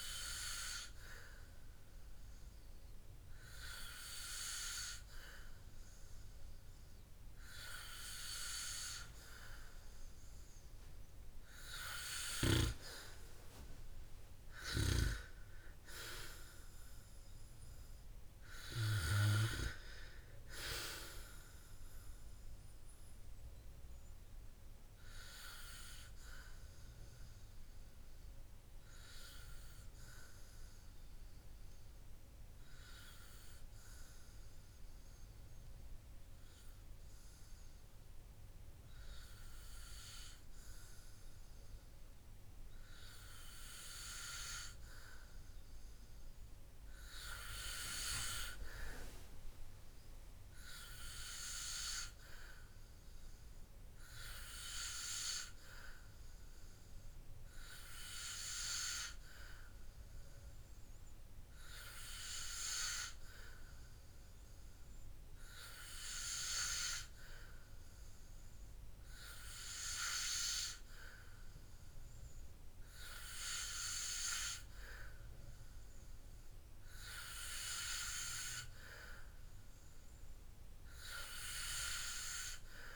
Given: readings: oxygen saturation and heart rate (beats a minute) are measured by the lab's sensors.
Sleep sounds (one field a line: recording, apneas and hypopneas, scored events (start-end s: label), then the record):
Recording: breathing in sleep by a room microphone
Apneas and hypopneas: 1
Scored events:
30.00-43.50 s: hypopnea (oxygen 95% before, 93% lowest, heart rate 68 before, 53 extreme, up 7 after)
45.00-48.00 s: arousal
From the record:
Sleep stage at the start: N2 (light sleep)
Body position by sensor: on the back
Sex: male